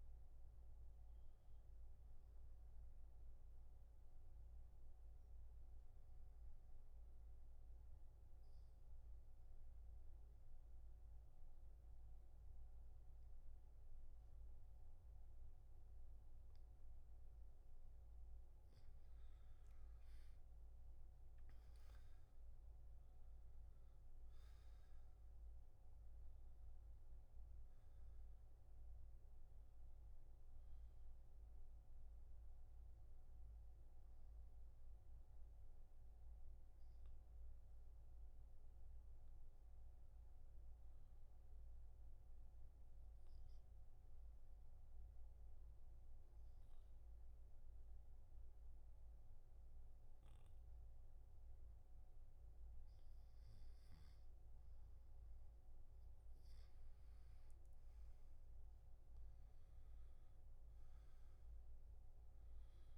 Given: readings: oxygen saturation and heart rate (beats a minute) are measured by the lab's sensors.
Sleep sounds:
breathing in sleep, hard to hear, by a room microphone; 2
0.00-10.00 s: oxygen desaturation (device-marked, oxygen 92% lowest, heart rate 65 extreme)
2.50-16.50 s: obstructive apnea (oxygen 97% before, 90% lowest, heart rate 71 before, 65 extreme, up 11 after)
19.00-37.00 s: oxygen desaturation (device-marked, oxygen 98% before, 90% lowest, heart rate 68 before, 64 extreme)
19.50-24.00 s: arousal
32.00-54.50 s: obstructive apnea (oxygen 98% before, 86% lowest, heart rate 70 before, 64 extreme, up 11 after)
59.00-62.50 s: arousal
59.00-62.98 s: oxygen desaturation (device-marked, oxygen 97% before, 90% lowest, heart rate 67 before, 69 extreme)
From the record:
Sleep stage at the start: N2 (light sleep); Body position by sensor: on the back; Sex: male

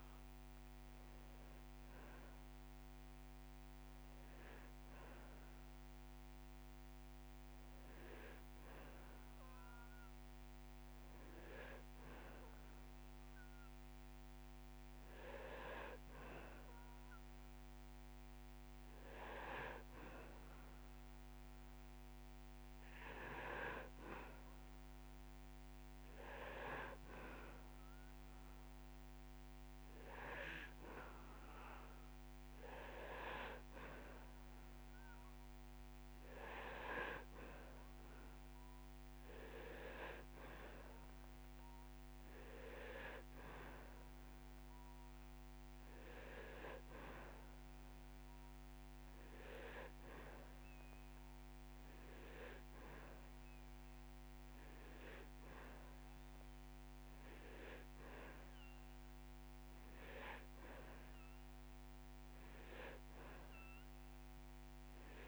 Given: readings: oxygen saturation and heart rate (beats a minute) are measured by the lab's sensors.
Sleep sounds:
breathing in sleep by a microphone on the trachea; none
none scored
From the record:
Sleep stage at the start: N2 (light sleep); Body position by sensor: on the back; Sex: male

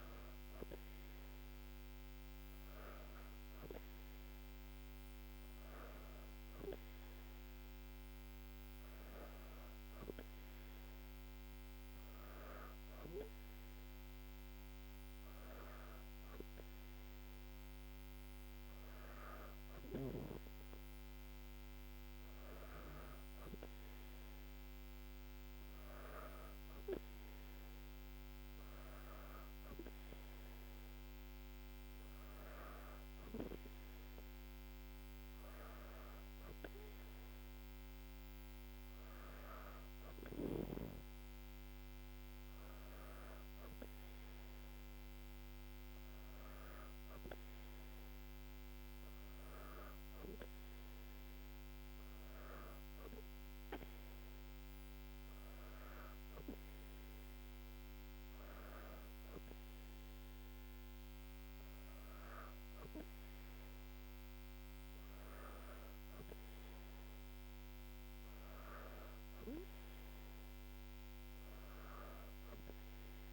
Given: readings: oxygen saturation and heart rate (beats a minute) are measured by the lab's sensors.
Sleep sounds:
breathing in sleep by a microphone on the trachea; none
none scored
From the record:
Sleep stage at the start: N2 (light sleep); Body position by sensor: on the back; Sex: female

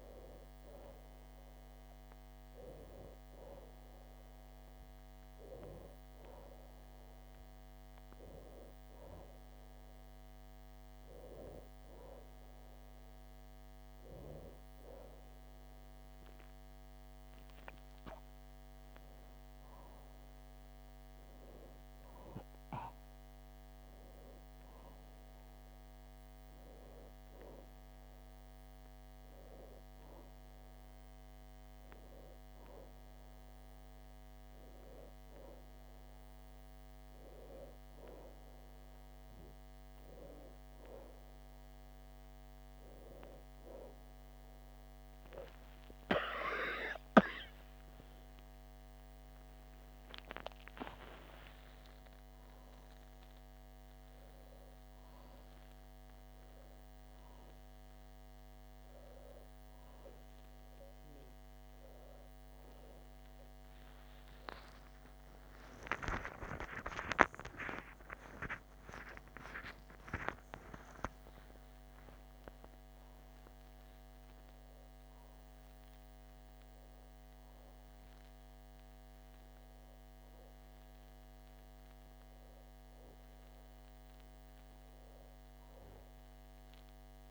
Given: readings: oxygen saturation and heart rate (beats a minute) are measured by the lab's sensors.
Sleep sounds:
a person awake in a sleep study, by a microphone on the trachea; none
none scored
From the record:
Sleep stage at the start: awake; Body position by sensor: on the back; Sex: female

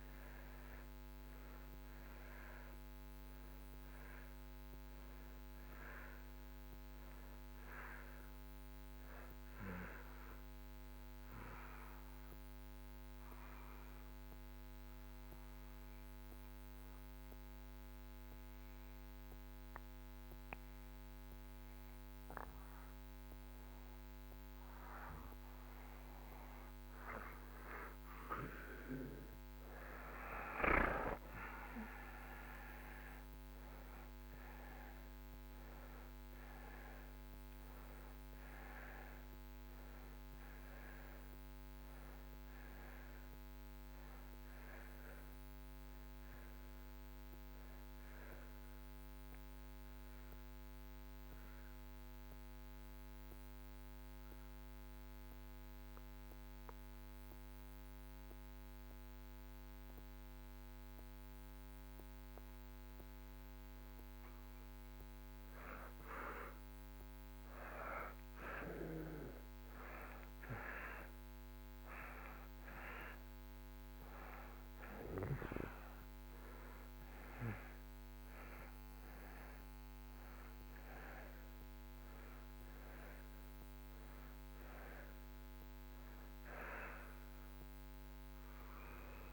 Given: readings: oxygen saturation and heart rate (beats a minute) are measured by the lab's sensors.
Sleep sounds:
breathing in sleep by a microphone on the trachea; 2
4.50-26.50 s: oxygen desaturation (device-marked, oxygen 95% before, 87% lowest)
12.50-26.00 s: obstructive apnea (oxygen 95% before, 84% lowest)
28.50-33.00 s: arousal
38.50-68.50 s: oxygen desaturation (device-marked, oxygen 95% before, 84% lowest)
52.00-64.50 s: mixed apnea (oxygen 95% before, 84% lowest)
66.50-72.50 s: arousal
81.50-89.33 s: oxygen desaturation (device-marked, oxygen 97% before, 84% lowest)
From the record:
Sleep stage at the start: N2 (light sleep); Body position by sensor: on the back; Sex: male

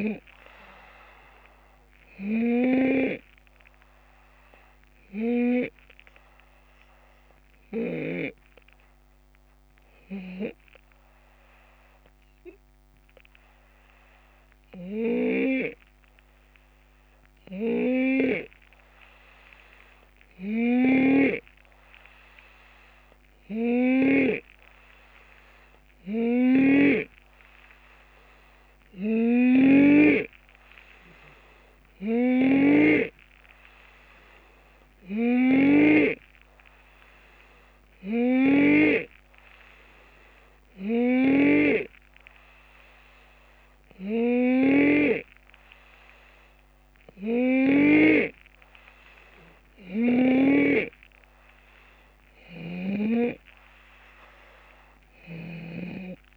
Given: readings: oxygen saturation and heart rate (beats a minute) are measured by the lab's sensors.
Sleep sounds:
breathing in sleep by a microphone on the trachea; 1
0.00-4.00 s: drop in pulse transit time (device-marked, heart rate 77 extreme)
9.50-47.00 s: hypopnea (oxygen 90% before, 89% lowest, heart rate 78 before, 73 extreme, up 5 after)
14.50-30.00 s: snoring (device-marked)
32.00-48.00 s: snoring (device-marked)
50.00-56.37 s: drop in pulse transit time (device-marked, heart rate 75 before, 76 extreme)
51.00-54.50 s: arousal
55.00-56.37 s: snoring (device-marked)
From the record:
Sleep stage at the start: N2 (light sleep); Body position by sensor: on the left side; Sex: male

